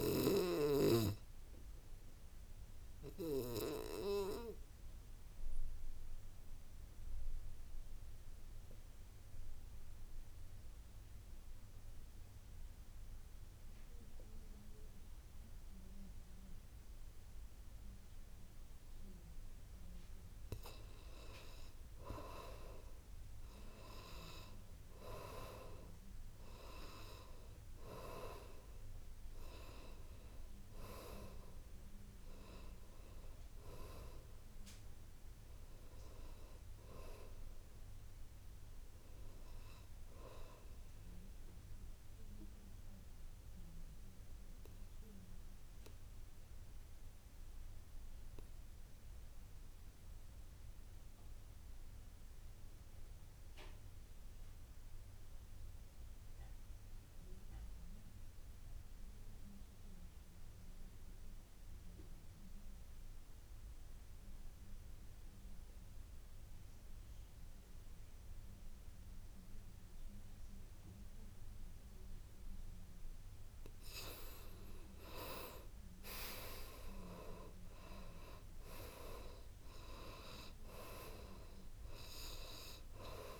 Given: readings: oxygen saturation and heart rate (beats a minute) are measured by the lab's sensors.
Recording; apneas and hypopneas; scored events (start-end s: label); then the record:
breathing in sleep by a room microphone; 2
0.00-16.00 s: oxygen desaturation (device-marked, oxygen 79% lowest, heart rate 52 extreme)
2.50-20.50 s: obstructive apnea (oxygen 98% before, 79% lowest, heart rate 66 before, 52 extreme, up 13 after)
22.00-25.00 s: arousal
31.00-48.00 s: oxygen desaturation (device-marked, oxygen 98% before, 89% lowest, heart rate 58 before, 51 extreme)
41.50-71.50 s: obstructive apnea (oxygen 99% before, 81% lowest, heart rate 63 before, 51 extreme, up 12 after)
69.00-83.40 s: oxygen desaturation (device-marked, oxygen 98% before, 81% lowest, heart rate 54 before, 54 extreme)
74.00-77.00 s: arousal
From the record:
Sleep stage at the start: N2 (light sleep); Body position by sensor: on the back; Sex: male